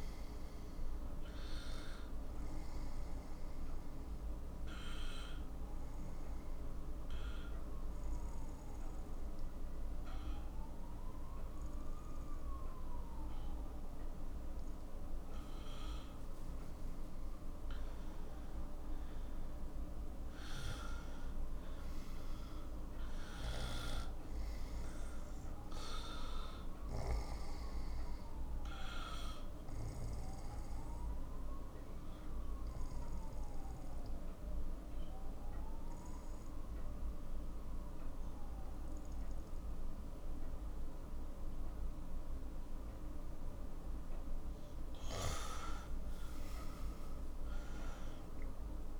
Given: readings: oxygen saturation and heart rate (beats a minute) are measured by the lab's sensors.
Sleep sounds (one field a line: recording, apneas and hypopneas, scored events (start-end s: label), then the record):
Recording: breathing in sleep, hard to hear, by a room microphone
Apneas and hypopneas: 2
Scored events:
6.00-17.00 s: obstructive apnea (oxygen 94% before, 90% lowest, heart rate 57 before, 52 extreme, up 10 after)
19.50-23.50 s: arousal
23.00-37.00 s: oxygen desaturation (device-marked, oxygen 96% before, 91% lowest, heart rate 54 before, 48 extreme)
31.50-44.00 s: obstructive apnea (oxygen 96% before, 90% lowest, heart rate 57 before, 48 extreme, up 13 after)
46.50-49.00 s: arousal
From the record:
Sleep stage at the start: N2 (light sleep)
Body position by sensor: on the right side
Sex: male